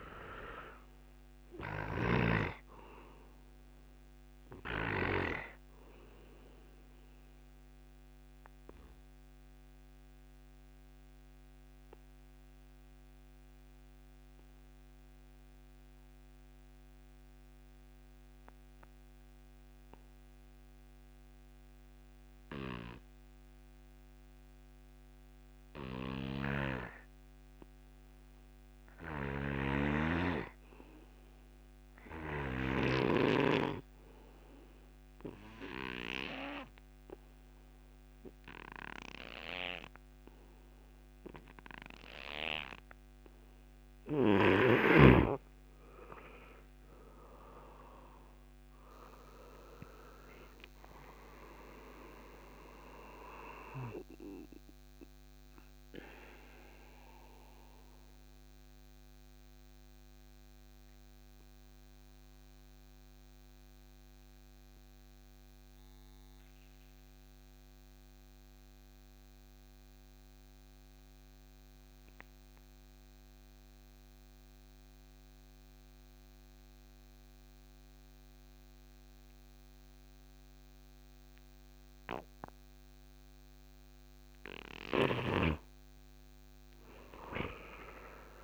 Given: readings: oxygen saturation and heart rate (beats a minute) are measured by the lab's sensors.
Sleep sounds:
breathing in sleep by a microphone on the trachea; 2
0.00-2.00 s: arousal
0.00-24.00 s: oxygen desaturation (device-marked, oxygen 82% lowest)
6.50-43.50 s: mixed apnea (oxygen 98% before, 82% lowest)
26.00-64.00 s: oxygen desaturation (device-marked, oxygen 99% before, 86% lowest)
46.00-50.00 s: arousal
53.50-83.00 s: mixed apnea (oxygen 99% before, 84% lowest)
79.00-88.44 s: oxygen desaturation (device-marked, oxygen 98% before, 84% lowest)
86.50-88.44 s: arousal
From the record:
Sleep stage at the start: N2 (light sleep); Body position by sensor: on the back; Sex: male

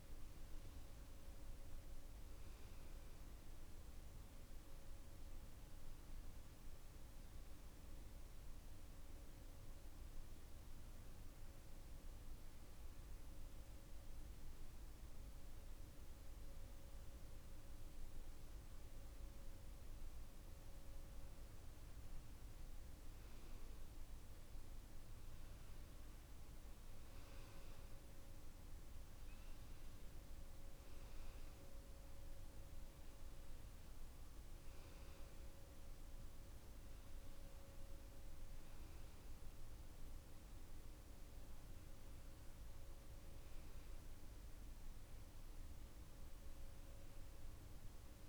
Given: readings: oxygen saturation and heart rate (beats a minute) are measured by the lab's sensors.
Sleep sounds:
breathing in sleep, hard to hear, by a room microphone; none
none scored
From the record:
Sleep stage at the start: N2 (light sleep); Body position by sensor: on the back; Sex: male

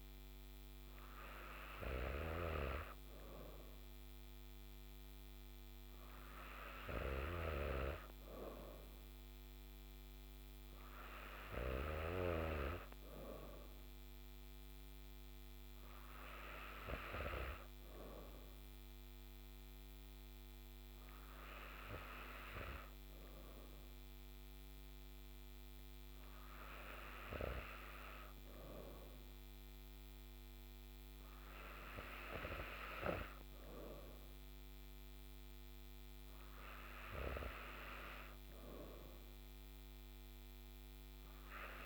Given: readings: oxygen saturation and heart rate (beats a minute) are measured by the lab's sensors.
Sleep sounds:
breathing in sleep by a microphone on the trachea; none
none scored
From the record:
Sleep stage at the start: N3 (deep sleep); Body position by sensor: on the back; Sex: female

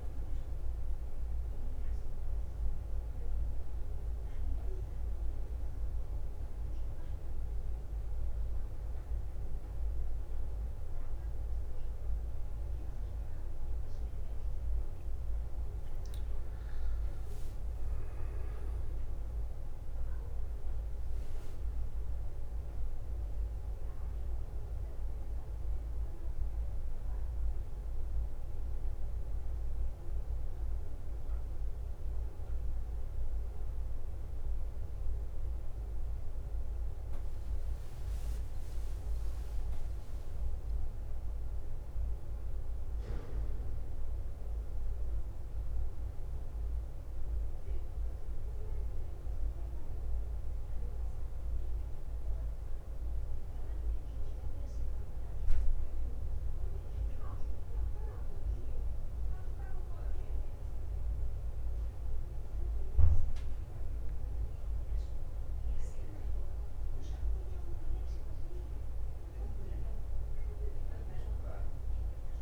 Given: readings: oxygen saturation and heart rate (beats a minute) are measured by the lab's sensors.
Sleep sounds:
a person partly awake in a sleep study, hard to hear, by a room microphone; none
0.00-1.50 s: bradycardia (device-marked, heart rate 64 extreme)
0.00-8.50 s: oxygen desaturation (device-marked, oxygen 91% lowest, heart rate 53 extreme)
11.50-14.50 s: bradycardia (device-marked, heart rate 62 before, 63 extreme)
26.50-28.50 s: long interval between heartbeats (device-marked, heart rate 64 before, 65 extreme)
29.50-31.50 s: bradycardia (device-marked, heart rate 62 before, 61 extreme)
32.50-72.42 s: new sleep stage, N2 (light sleep)
34.50-36.50 s: long interval between heartbeats (device-marked, heart rate 60 before, 63 extreme)
35.50-40.50 s: bradycardia (device-marked, heart rate 62 before, 56 extreme)
52.50-68.50 s: bradycardia (device-marked, heart rate 62 before, 53 extreme)
From the record:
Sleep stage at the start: awake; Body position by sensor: on the back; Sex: male

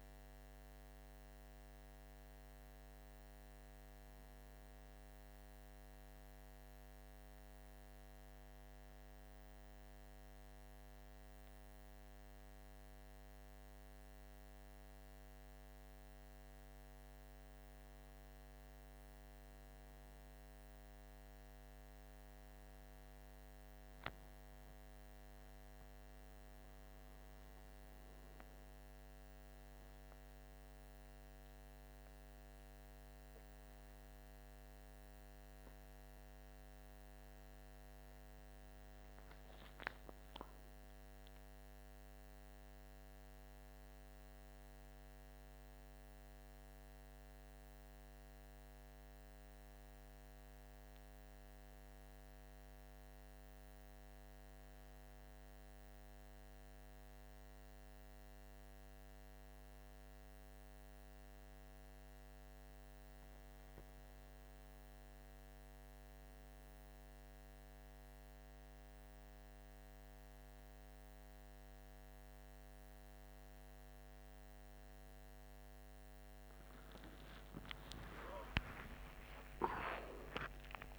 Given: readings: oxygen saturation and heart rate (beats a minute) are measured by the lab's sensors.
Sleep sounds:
a person awake in a sleep study, hard to hear, by a microphone on the trachea; none
none scored
From the record:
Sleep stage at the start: awake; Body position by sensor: on the right side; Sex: male

